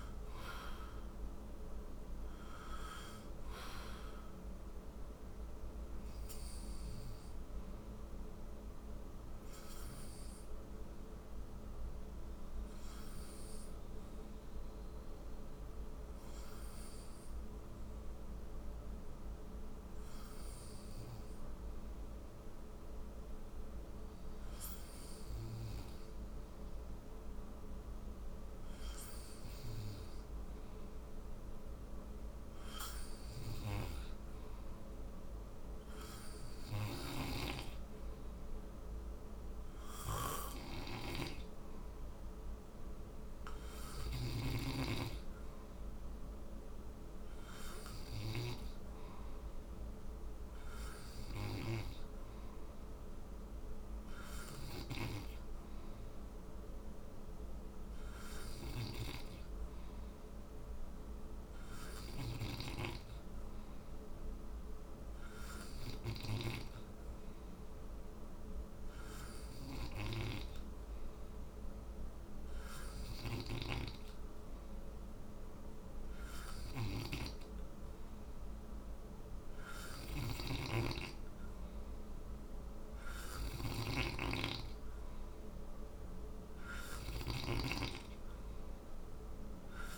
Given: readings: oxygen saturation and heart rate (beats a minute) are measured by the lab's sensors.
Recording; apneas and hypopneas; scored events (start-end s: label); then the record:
breathing in sleep by a room microphone; none
0.00-21.50 s: oxygen desaturation (device-marked, oxygen 94% lowest, heart rate 57 extreme)
34.50-50.50 s: oxygen desaturation (device-marked, oxygen 96% before, 92% lowest, heart rate 59 before, 55 extreme)
36.50-48.00 s: snoring (device-marked)
58.00-62.00 s: snoring (device-marked)
72.50-89.98 s: snoring (device-marked)
From the record:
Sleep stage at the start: N2 (light sleep); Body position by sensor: on the right side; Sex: male